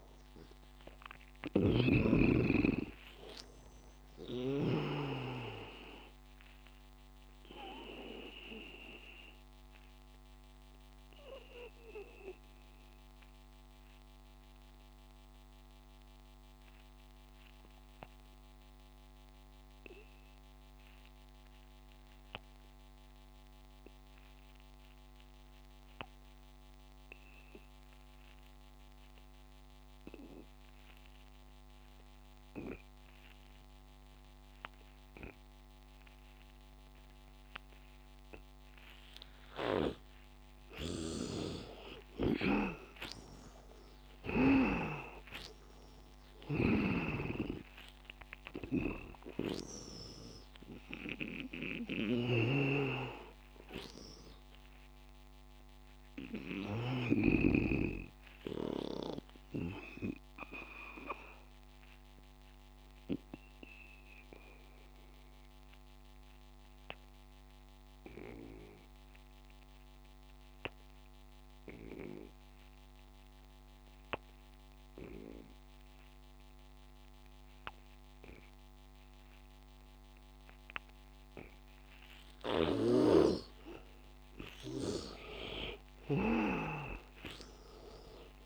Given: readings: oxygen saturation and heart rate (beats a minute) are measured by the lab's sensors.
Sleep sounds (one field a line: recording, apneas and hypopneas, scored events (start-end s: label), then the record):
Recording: breathing in sleep by a microphone on the trachea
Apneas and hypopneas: 2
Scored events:
0.00-5.00 s: snoring (device-marked)
0.00-20.00 s: oxygen desaturation (device-marked, oxygen 80% lowest, heart rate 83 extreme)
9.00-40.50 s: obstructive apnea (oxygen 99% before, 76% lowest, heart rate 91 before, 83 extreme, up 15 after)
35.00-63.00 s: oxygen desaturation (device-marked, oxygen 100% before, 76% lowest, heart rate 88 before, 83 extreme)
39.50-50.00 s: snoring (device-marked)
42.00-45.50 s: arousal
43.50-45.50 s: long interval between heartbeats (device-marked, heart rate 88 before, 88 extreme)
52.00-57.00 s: snoring (device-marked)
60.50-83.50 s: obstructive apnea (oxygen 96% before, 78% lowest, heart rate 94 before, 86 extreme, up 10 after)
78.00-88.46 s: oxygen desaturation (device-marked, oxygen 100% before, 80% lowest, heart rate 92 before, 82 extreme)
82.50-87.00 s: snoring (device-marked)
85.00-87.50 s: arousal
From the record:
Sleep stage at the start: N2 (light sleep)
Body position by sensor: on the back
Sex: male